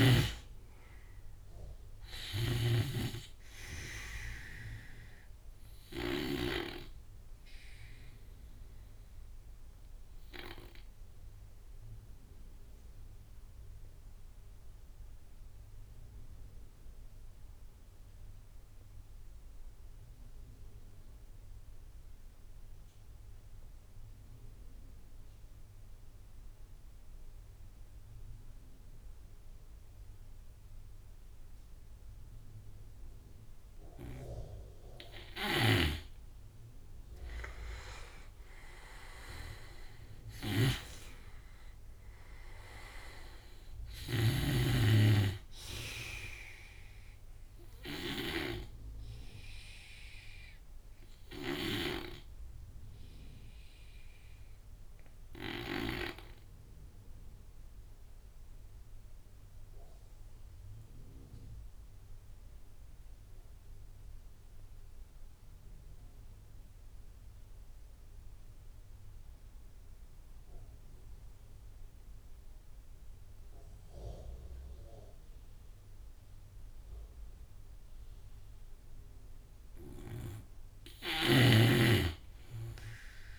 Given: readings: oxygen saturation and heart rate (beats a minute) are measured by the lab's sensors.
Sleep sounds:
breathing in sleep by a room microphone; 2
0.00-17.00 s: oxygen desaturation (device-marked, oxygen 87% lowest)
1.50-5.50 s: snoring (device-marked)
6.00-34.00 s: obstructive apnea (oxygen 99% before, 85% lowest)
31.00-58.00 s: oxygen desaturation (device-marked, oxygen 99% before, 86% lowest)
34.00 s: drop in pulse transit time (device-marked)
34.50-55.00 s: snoring (device-marked)
36.50-39.50 s: arousal
50.00-78.50 s: obstructive apnea (oxygen 99% before, 85% lowest)
75.00-83.39 s: oxygen desaturation (device-marked, oxygen 99% before, 85% lowest)
80.00-83.39 s: snoring (device-marked)
From the record:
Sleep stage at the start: N2 (light sleep); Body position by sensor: on the right side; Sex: male

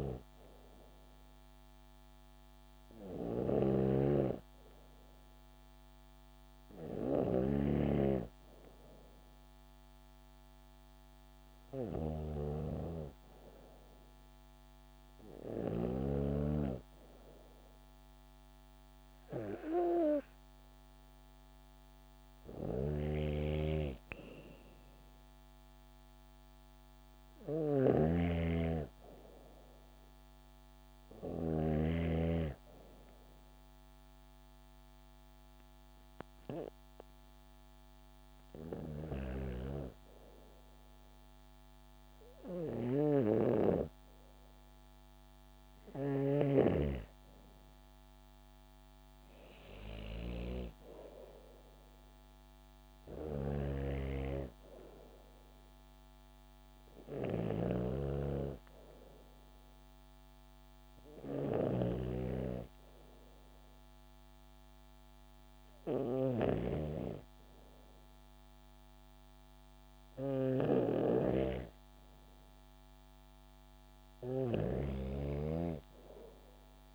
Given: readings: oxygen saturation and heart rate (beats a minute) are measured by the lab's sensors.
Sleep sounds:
breathing in sleep by a microphone on the trachea; none
0.00-7.00 s: snoring (device-marked)
15.00-76.95 s: new sleep stage, REM sleep
22.50-31.00 s: snoring (device-marked)
42.00-45.50 s: snoring (device-marked)
52.50-76.95 s: snoring (device-marked)
From the record:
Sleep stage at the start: N2 (light sleep); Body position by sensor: on the back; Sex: female

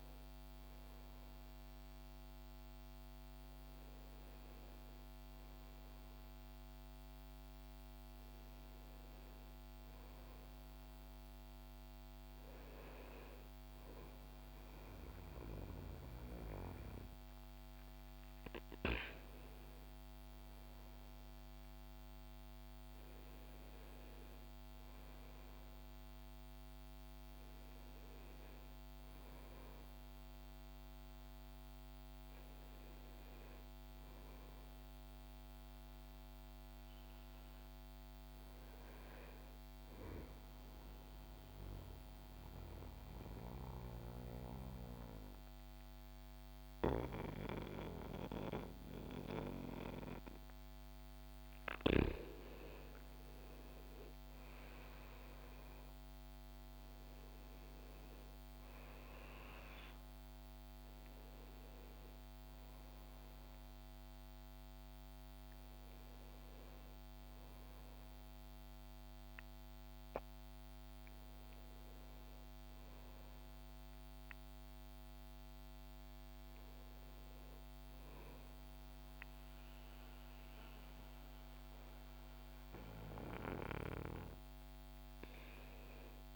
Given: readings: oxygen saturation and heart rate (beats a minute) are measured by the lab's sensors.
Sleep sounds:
breathing in sleep by a microphone on the trachea; 1
0.00-7.50 s: oxygen desaturation (device-marked, oxygen 93% lowest, heart rate 63 extreme)
32.50-36.00 s: arousal
39.50-51.00 s: mixed apnea (oxygen 94% before, 87% lowest, heart rate 65 before, 61 extreme, up 2 after)
54.50-59.00 s: arousal
62.50-79.50 s: oxygen desaturation (device-marked, oxygen 94% before, 87% lowest, heart rate 63 before, 61 extreme)
79.50-86.36 s: new sleep stage, awake
From the record:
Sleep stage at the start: N1 (lightest sleep); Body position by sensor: on the back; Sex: male

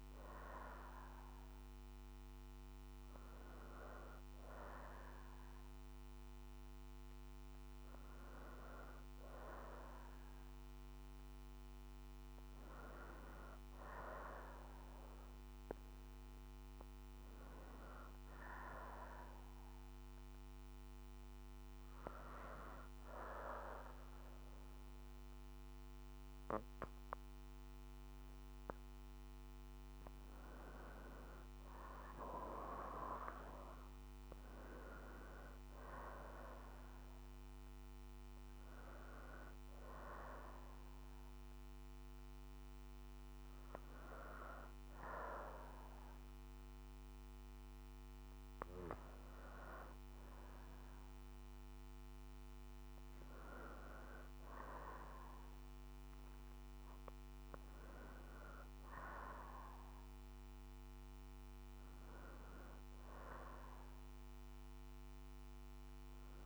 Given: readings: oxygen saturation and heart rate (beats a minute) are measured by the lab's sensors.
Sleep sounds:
breathing in sleep by a microphone on the trachea; 1
0.00-10.00 s: oxygen desaturation (device-marked, oxygen 90% lowest, heart rate 59 extreme)
18.00-30.00 s: hypopnea (oxygen 94% before, 91% lowest, heart rate 63 before, 59 extreme, up 6 after)
18.00-66.46 s: new sleep stage, N2 (light sleep)
32.50-37.00 s: arousal
46.00-56.00 s: oxygen desaturation (device-marked, oxygen 94% before, 91% lowest, heart rate 63 before, 62 extreme)
From the record:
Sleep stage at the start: N1 (lightest sleep); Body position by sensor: on the back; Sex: female

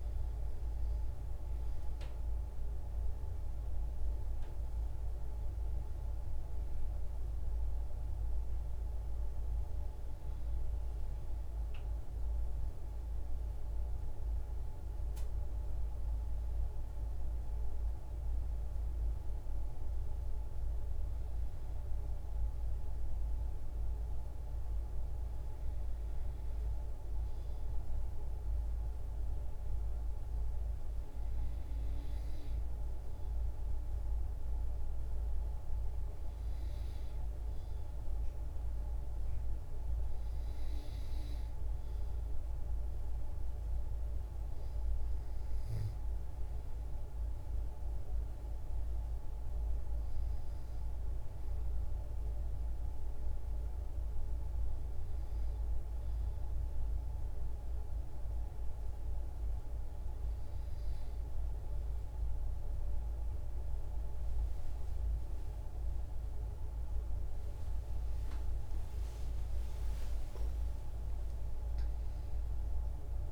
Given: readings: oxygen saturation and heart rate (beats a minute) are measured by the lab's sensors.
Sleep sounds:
breathing in sleep, hard to hear, by a room microphone; none
69.00-73.32 s: arousal
From the record:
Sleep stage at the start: N2 (light sleep); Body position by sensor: on the back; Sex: female

